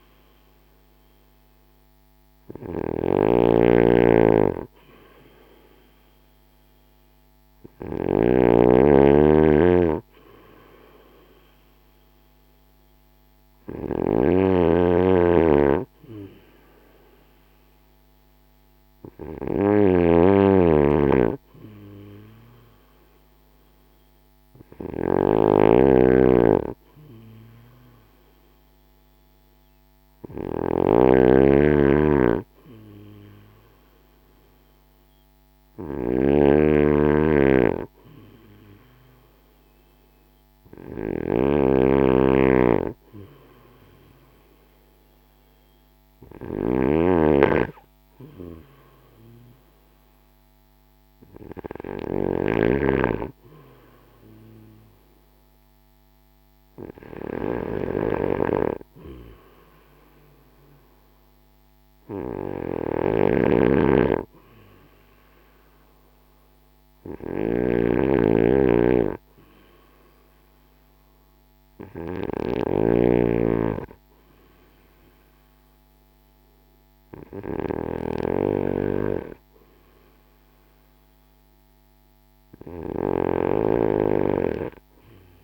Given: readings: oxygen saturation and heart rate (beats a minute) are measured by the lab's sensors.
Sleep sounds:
breathing in sleep by a microphone on the trachea; none
0.00-72.50 s: snoring (device-marked)
From the record:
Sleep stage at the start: N2 (light sleep); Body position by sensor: on the back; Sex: male

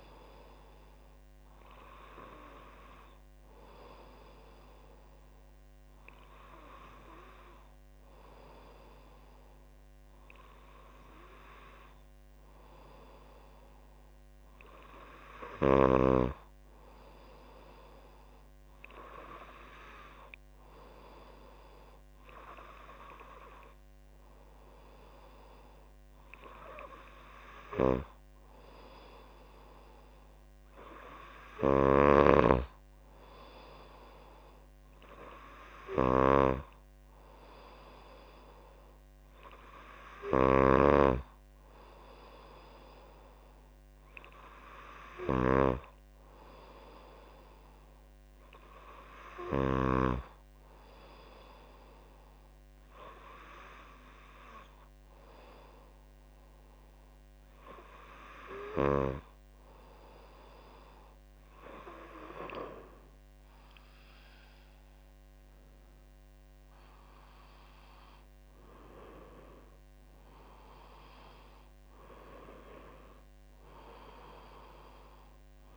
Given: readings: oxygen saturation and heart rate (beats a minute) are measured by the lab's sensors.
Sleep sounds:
breathing in sleep by a microphone on the trachea; none
31.00-40.50 s: snoring (device-marked)
From the record:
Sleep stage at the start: N2 (light sleep); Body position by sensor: on the back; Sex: female

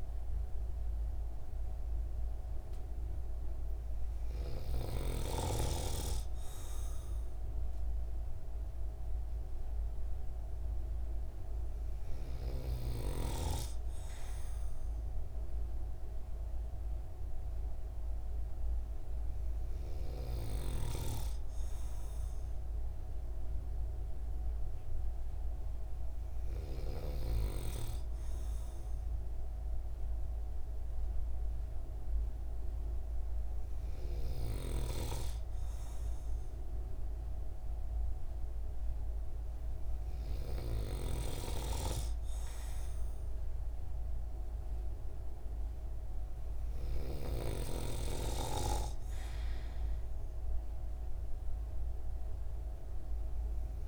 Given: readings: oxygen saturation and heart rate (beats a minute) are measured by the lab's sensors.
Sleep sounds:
breathing in sleep by a room microphone; none
none scored
From the record:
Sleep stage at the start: N2 (light sleep); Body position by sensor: on the right side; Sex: male

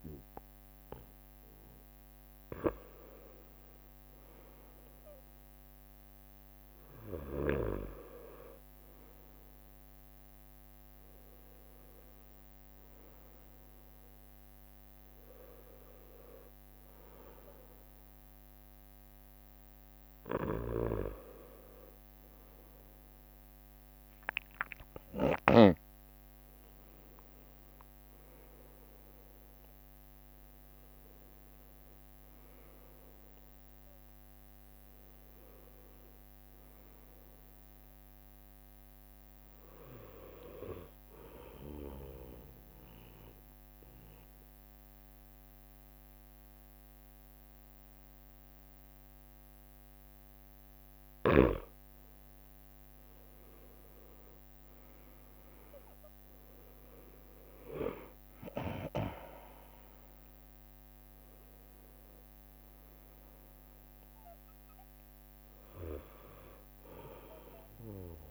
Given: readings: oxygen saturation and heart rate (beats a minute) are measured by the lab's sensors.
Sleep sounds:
breathing in sleep by a microphone on the trachea; 1
0.00-2.00 s: drop in pulse transit time (device-marked, heart rate 65 extreme)
0.00-5.00 s: leg movement (device-marked)
3.00-63.00 s: new sleep stage, N2 (light sleep)
9.00-14.50 s: leg movement (device-marked)
15.50-20.00 s: leg movement (device-marked)
22.50-32.00 s: leg movement (device-marked)
23.50-28.50 s: arousal
33.00-41.50 s: leg movement (device-marked)
41.50-51.50 s: mixed apnea (oxygen 96% before, 93% lowest, heart rate 69 before, 62 extreme, up 4 after)
42.00-53.00 s: drop in pulse transit time (device-marked, heart rate 69 before, 65 extreme)
52.50-56.00 s: leg movement (device-marked)
53.00-57.00 s: arousal
56.00-59.50 s: leg movement (device-marked)
59.00-68.31 s: oxygen desaturation (device-marked, oxygen 97% before, 93% lowest, heart rate 67 before, 62 extreme)
61.50-65.00 s: leg movement (device-marked)
63.00-68.31 s: new sleep stage, N1 (lightest sleep)
From the record:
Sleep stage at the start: N1 (lightest sleep); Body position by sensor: on the right side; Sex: male

